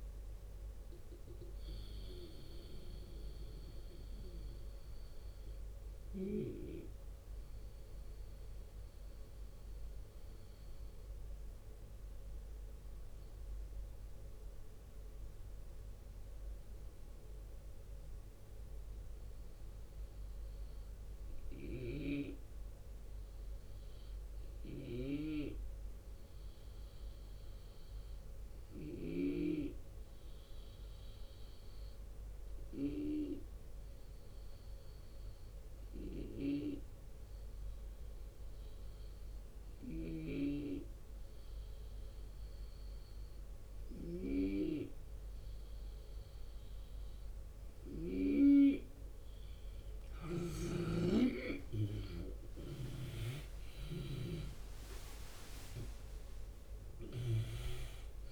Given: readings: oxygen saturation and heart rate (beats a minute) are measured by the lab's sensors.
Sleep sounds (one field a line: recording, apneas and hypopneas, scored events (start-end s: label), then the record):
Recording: breathing in sleep by a room microphone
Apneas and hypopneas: 1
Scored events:
0.00-4.00 s: drop in pulse transit time (device-marked, heart rate 79 extreme)
0.00-20.00 s: oxygen desaturation (device-marked, oxygen 81% lowest, heart rate 72 extreme)
5.00-46.00 s: hypopnea (oxygen 86% before, 81% lowest, heart rate 81 before, 72 extreme, up 8 after)
36.00-58.32 s: oxygen desaturation (device-marked, oxygen 93% before, 83% lowest, heart rate 75 before, 73 extreme)
39.50-48.00 s: snoring (device-marked)
50.00-53.50 s: snoring (device-marked)
50.00-58.32 s: drop in pulse transit time (device-marked, heart rate 73 before, 76 extreme)
51.00-56.00 s: arousal
From the record:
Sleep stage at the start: REM sleep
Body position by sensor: on the left side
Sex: male